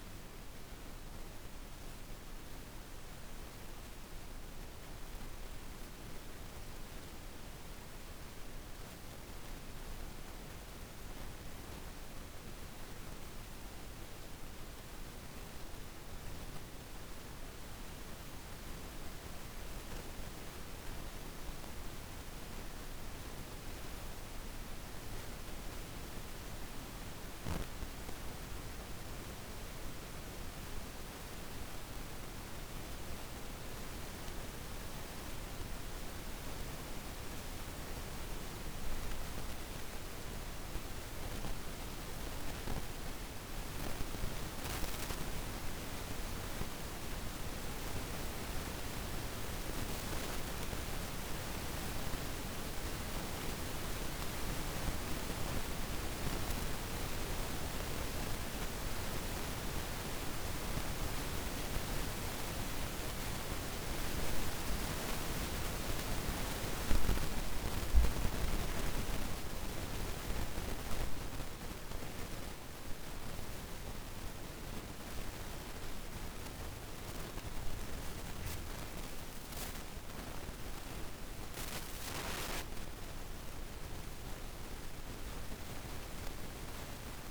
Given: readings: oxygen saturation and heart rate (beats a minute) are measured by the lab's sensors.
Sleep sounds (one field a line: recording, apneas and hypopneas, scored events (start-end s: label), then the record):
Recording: breathing in sleep by a room microphone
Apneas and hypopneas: none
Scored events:
none scored
From the record:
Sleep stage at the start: N2 (light sleep)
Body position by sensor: on the right side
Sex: female